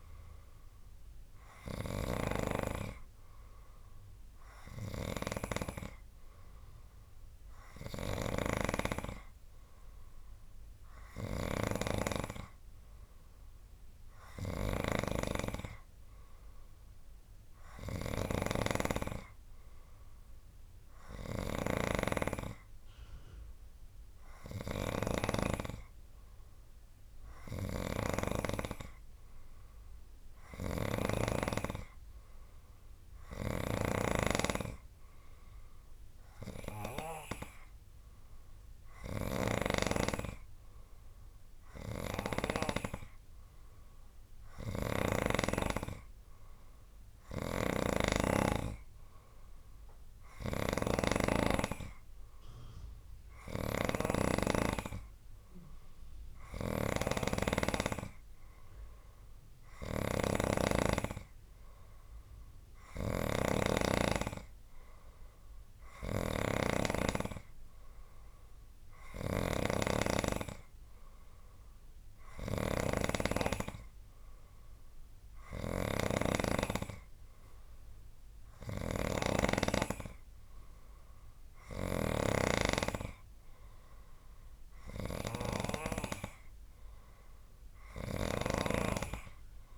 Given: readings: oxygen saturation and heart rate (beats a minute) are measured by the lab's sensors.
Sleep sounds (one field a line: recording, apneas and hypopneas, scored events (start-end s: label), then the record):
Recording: breathing in sleep by a room microphone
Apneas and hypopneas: none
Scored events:
0.00-25.00 s: snoring (device-marked)
33.50-42.50 s: snoring (device-marked)
44.50-86.00 s: snoring (device-marked)
From the record:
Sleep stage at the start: N3 (deep sleep)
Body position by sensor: on the right side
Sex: male